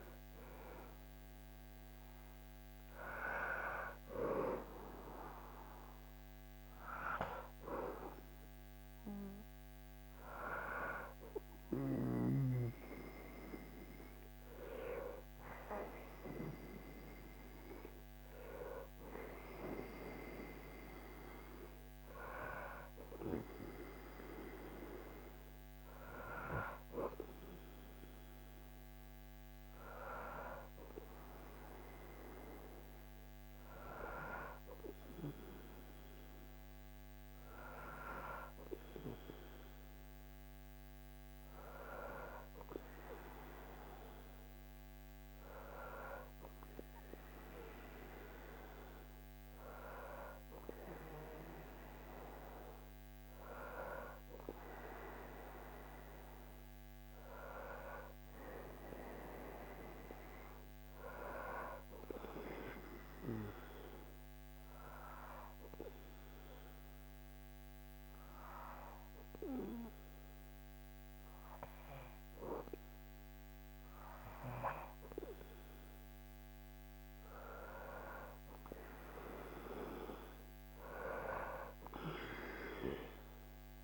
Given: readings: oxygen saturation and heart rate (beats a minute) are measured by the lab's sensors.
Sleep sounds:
breathing in sleep by a microphone on the trachea; 1
54.50-58.50 s: arousal
62.50-75.00 s: obstructive apnea (oxygen 98% before, 95% lowest, heart rate 78 before, 76 extreme, up 4 after)
77.50-81.00 s: arousal
82.00-83.84 s: new sleep stage, REM sleep
From the record:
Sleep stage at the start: N2 (light sleep); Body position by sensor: on the back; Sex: male

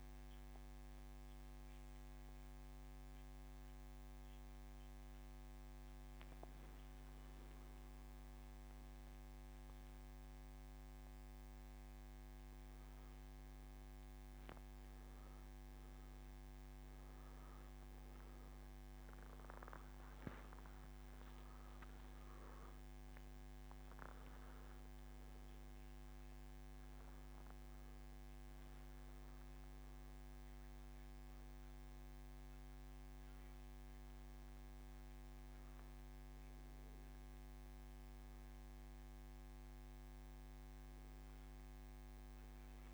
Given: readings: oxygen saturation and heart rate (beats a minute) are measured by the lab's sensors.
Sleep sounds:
breathing in sleep, hard to hear, by a microphone on the trachea; none
18.50-23.00 s: arousal
26.50-35.50 s: oxygen desaturation (device-marked, oxygen 98% before, 93% lowest, heart rate 87 before, 86 extreme)
From the record:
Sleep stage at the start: N2 (light sleep); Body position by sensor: on the back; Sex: male

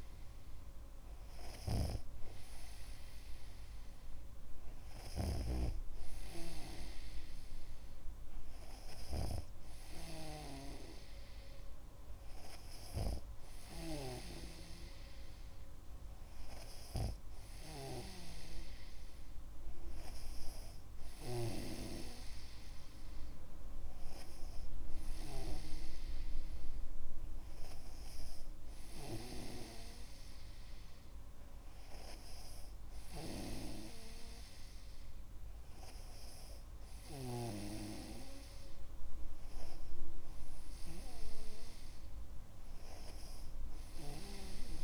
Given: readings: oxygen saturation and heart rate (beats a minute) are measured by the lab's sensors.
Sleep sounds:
breathing in sleep by a room microphone; none
2.00-10.00 s: snoring (device-marked)
From the record:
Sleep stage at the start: N2 (light sleep); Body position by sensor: on the back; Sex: male

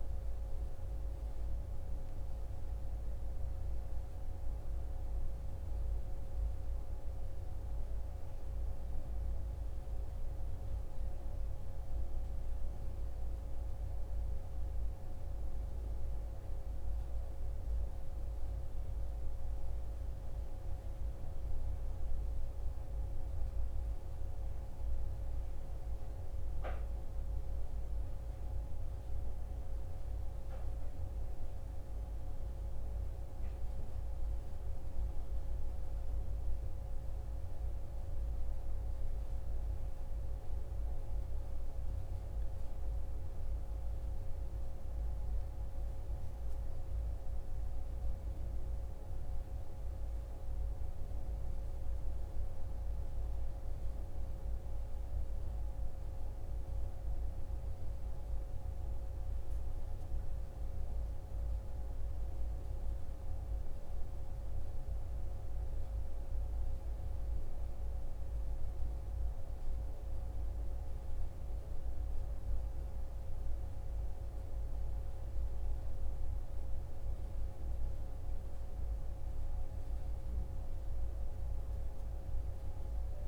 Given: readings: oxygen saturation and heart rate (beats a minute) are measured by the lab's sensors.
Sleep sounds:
a person awake in a sleep study, hard to hear, by a room microphone; none
none scored
From the record:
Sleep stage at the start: awake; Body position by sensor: on the right side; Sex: male

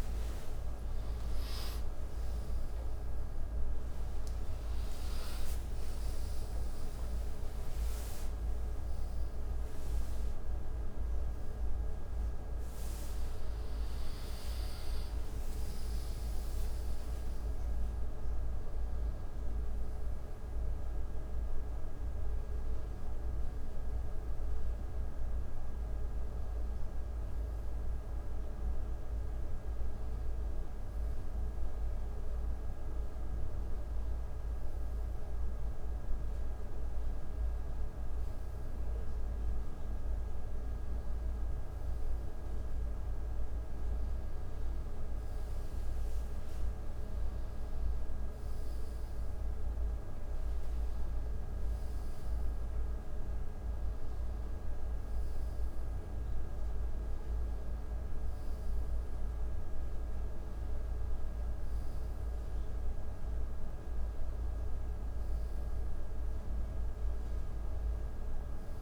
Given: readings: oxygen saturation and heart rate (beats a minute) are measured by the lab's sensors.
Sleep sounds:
a person awake in a sleep study, hard to hear, by a room microphone; none
9.50-68.82 s: new sleep stage, awake
From the record:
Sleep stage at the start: N2 (light sleep); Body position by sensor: on the right side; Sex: male

